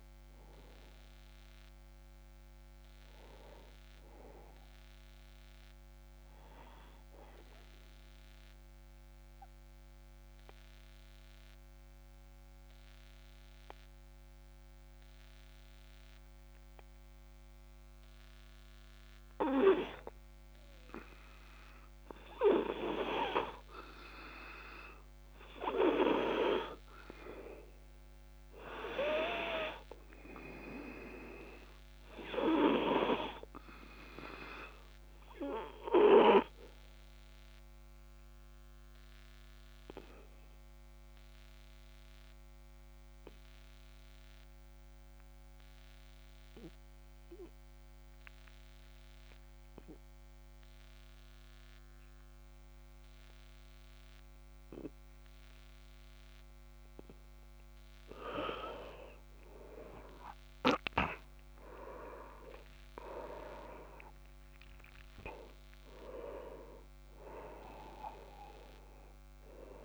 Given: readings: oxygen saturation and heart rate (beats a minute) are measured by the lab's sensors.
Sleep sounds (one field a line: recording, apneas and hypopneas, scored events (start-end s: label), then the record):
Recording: breathing in sleep by a microphone on the trachea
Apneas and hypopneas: 2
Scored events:
5.50-19.50 s: obstructive apnea (oxygen 99% before, 93% lowest)
21.50-24.50 s: arousal
34.50-55.50 s: oxygen desaturation (device-marked, oxygen 97% before, 94% lowest, heart rate 52 before, 27 extreme)
36.00-57.00 s: obstructive apnea (oxygen 99% before, 92% lowest, heart rate 53 before, 27 extreme, up 24 after)
58.50-62.00 s: arousal
66.50-69.85 s: oxygen desaturation (device-marked, oxygen 98% before, 92% lowest)
From the record:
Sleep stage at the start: N2 (light sleep)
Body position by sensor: on the back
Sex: male